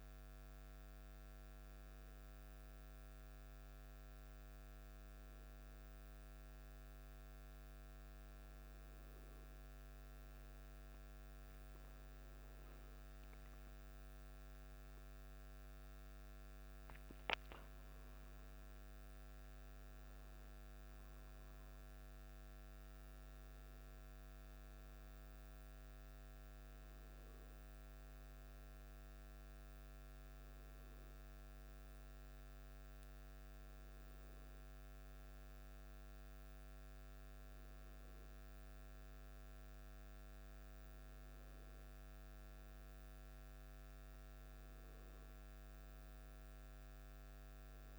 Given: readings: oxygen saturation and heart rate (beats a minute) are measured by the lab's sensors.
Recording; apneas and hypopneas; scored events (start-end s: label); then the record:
breathing in sleep, hard to hear, by a microphone on the trachea; none
none scored
From the record:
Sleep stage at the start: N2 (light sleep); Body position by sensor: on the back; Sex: male